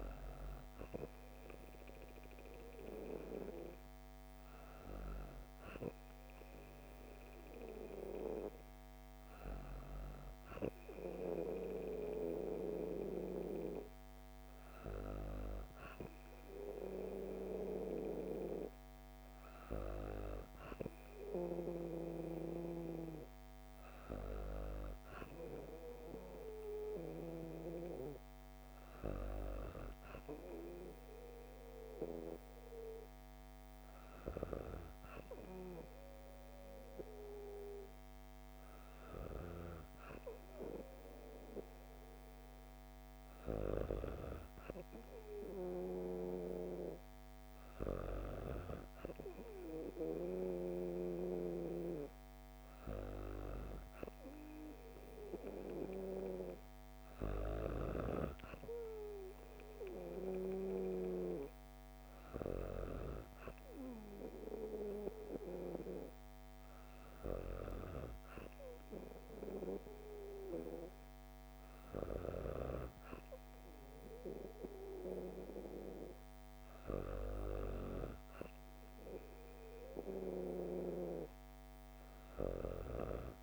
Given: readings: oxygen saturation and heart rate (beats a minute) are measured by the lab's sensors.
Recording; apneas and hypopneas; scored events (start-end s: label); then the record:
breathing in sleep by a microphone on the trachea; none
none scored
From the record:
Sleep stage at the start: N2 (light sleep); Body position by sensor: on the back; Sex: female